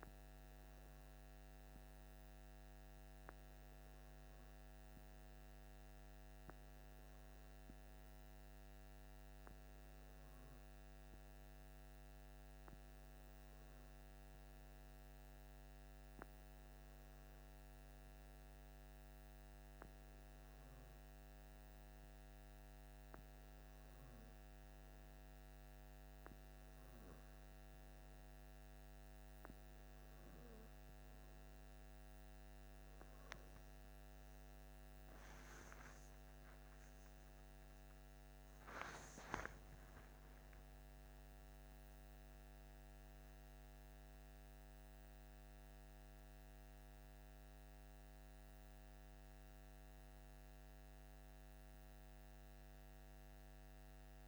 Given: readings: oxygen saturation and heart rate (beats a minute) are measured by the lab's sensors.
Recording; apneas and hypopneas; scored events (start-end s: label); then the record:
breathing in sleep, hard to hear, by a microphone on the trachea; none
36.50-40.00 s: arousal
From the record:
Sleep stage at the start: N2 (light sleep); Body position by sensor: on the left side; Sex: male